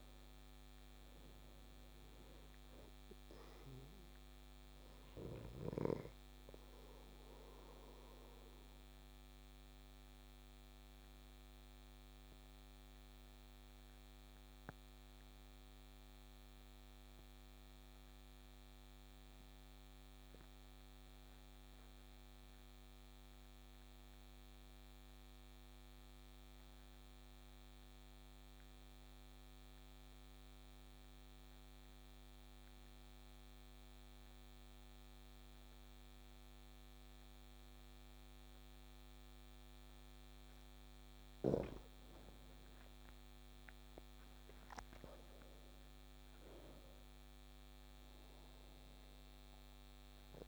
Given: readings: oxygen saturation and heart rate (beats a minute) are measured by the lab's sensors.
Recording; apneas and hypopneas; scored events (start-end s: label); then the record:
breathing in sleep, hard to hear, by a microphone on the trachea; 1
0.00-2.00 s: arousal
7.50-40.50 s: obstructive apnea (oxygen 99% before, 93% lowest)
42.50-46.00 s: arousal
45.50-50.48 s: oxygen desaturation (device-marked, oxygen 96% before, 93% lowest)
From the record:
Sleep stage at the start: N2 (light sleep); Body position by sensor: on the back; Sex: male